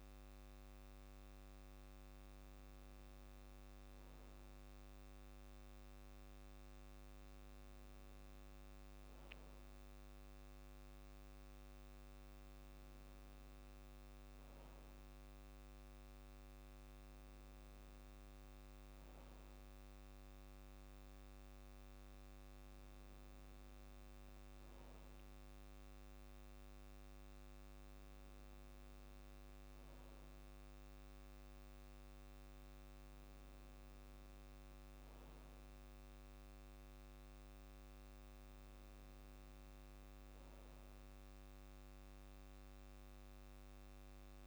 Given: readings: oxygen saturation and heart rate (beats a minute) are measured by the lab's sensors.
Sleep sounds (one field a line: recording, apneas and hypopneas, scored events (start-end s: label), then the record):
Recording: breathing in sleep, hard to hear, by a microphone on the trachea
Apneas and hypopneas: none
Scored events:
none scored
From the record:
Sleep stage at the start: N2 (light sleep)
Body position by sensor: on the back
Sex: male